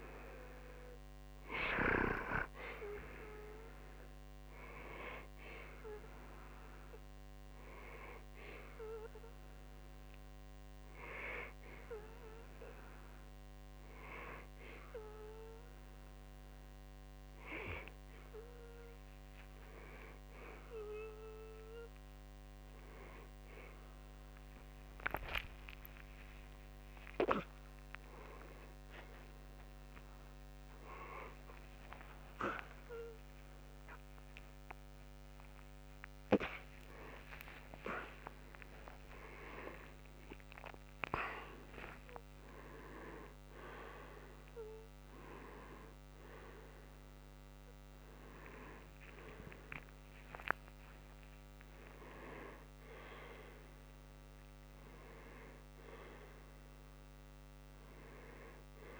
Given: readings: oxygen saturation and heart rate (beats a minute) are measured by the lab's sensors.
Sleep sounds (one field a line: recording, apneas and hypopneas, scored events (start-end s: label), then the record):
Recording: a person awake in a sleep study, by a microphone on the trachea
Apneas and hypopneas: none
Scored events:
0.00-12.50 s: oxygen desaturation (device-marked, oxygen 91% lowest, heart rate 60 extreme)
26.50-56.50 s: new sleep stage, awake
53.50-59.00 s: oxygen desaturation (device-marked, oxygen 95% before, 92% lowest)
56.50-59.00 s: new sleep stage, N1 (lightest sleep)
From the record:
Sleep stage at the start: N1 (lightest sleep)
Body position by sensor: on the right side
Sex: male